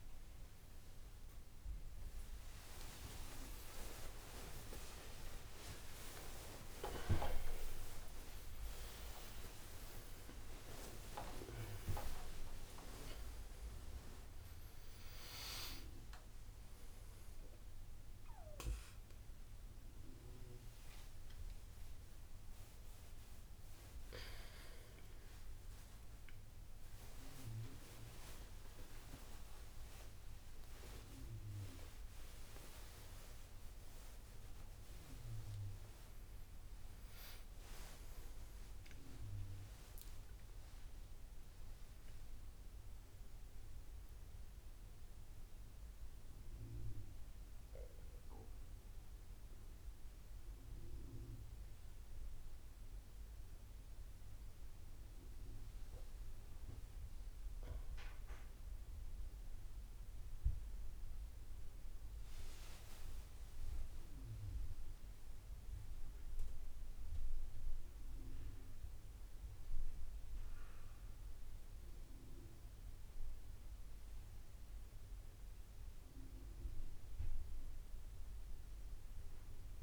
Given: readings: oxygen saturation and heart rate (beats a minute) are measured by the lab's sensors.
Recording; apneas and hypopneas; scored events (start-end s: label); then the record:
a person awake in a sleep study, by a room microphone; none
none scored
From the record:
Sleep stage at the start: awake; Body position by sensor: on the back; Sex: male